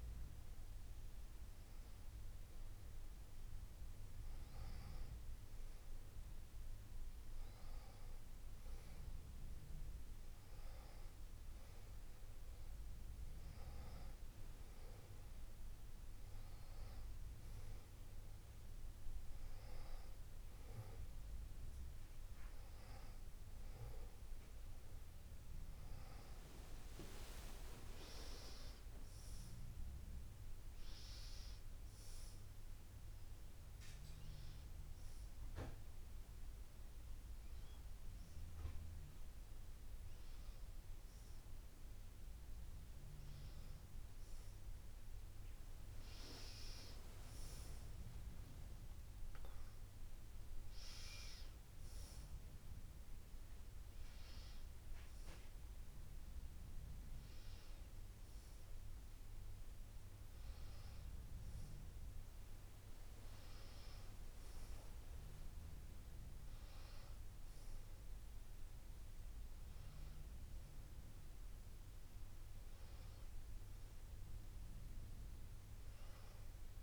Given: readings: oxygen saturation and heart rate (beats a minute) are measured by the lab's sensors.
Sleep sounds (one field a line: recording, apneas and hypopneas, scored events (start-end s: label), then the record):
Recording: a person partly awake in a sleep study, by a room microphone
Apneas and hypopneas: none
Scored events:
39.00-76.83 s: new sleep stage, awake
From the record:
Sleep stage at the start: N1 (lightest sleep)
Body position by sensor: on the back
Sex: female